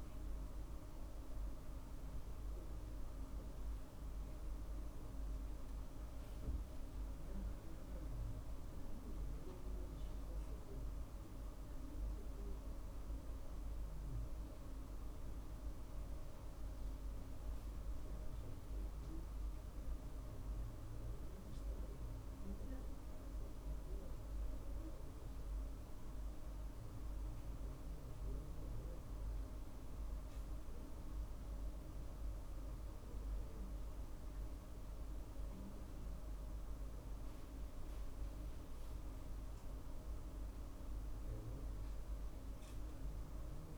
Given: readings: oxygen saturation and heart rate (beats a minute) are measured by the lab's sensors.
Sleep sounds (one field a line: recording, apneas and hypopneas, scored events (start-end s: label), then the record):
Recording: breathing in sleep, hard to hear, by a room microphone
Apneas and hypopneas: none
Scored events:
none scored
From the record:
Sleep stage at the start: N2 (light sleep)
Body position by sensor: on the right side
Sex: male